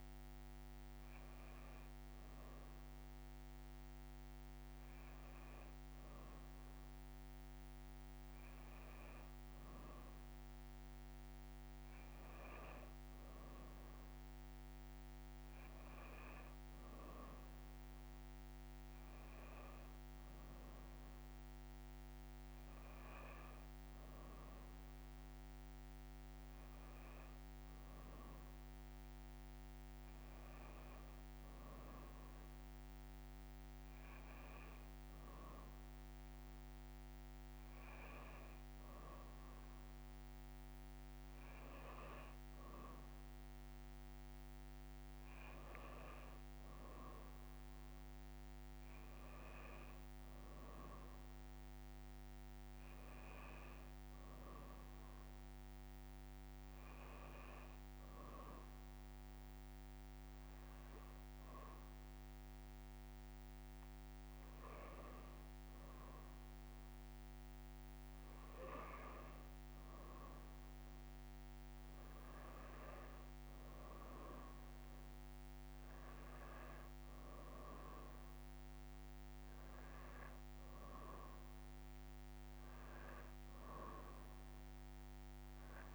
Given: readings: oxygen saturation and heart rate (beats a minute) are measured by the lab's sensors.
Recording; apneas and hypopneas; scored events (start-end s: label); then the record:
breathing in sleep, hard to hear, by a microphone on the trachea; 1
51.50-54.50 s: arousal
57.50-68.00 s: hypopnea (oxygen 95% before, 93% lowest, heart rate 58 before, 56 extreme, up 3 after)
71.50-74.50 s: arousal
81.00-85.95 s: tachycardia (device-marked, heart rate 59 before, 156 extreme)
From the record:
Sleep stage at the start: N2 (light sleep); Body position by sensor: on the back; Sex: female